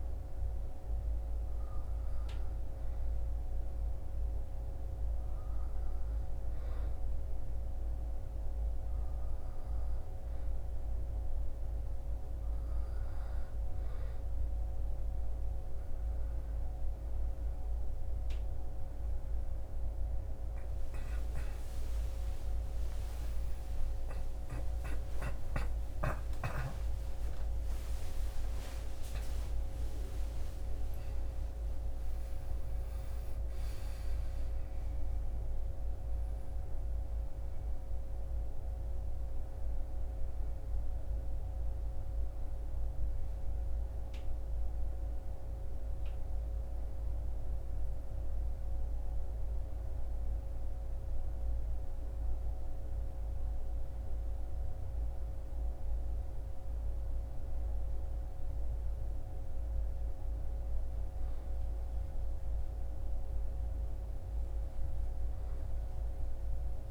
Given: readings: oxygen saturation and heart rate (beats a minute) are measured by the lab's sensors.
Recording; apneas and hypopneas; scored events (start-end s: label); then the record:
breathing in sleep, hard to hear, by a room microphone; none
25.50-30.00 s: arousal
From the record:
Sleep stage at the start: N2 (light sleep); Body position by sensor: on the back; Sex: male